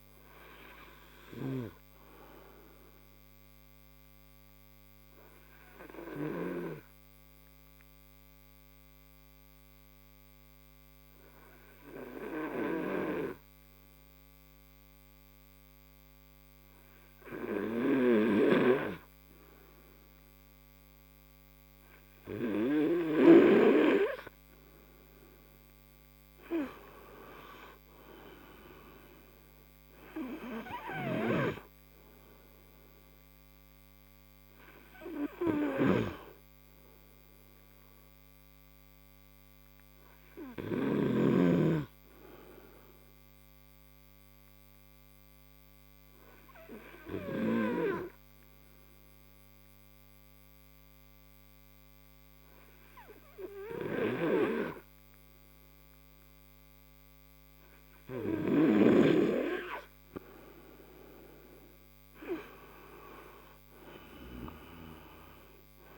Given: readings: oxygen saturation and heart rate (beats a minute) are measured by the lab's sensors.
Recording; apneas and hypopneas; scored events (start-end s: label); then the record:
breathing in sleep by a microphone on the trachea; 2
0.00-16.00 s: oxygen desaturation (device-marked, oxygen 91% lowest)
2.50-22.00 s: obstructive apnea (oxygen 97% before, 91% lowest)
23.00-47.00 s: oxygen desaturation (device-marked, oxygen 97% before, 91% lowest)
26.00-29.00 s: arousal
42.00-60.00 s: obstructive apnea (oxygen 97% before, 91% lowest)
61.00-65.98 s: oxygen desaturation (device-marked, oxygen 96% before, 91% lowest)
63.50-65.98 s: arousal
From the record:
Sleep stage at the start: N2 (light sleep); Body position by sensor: on the right side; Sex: male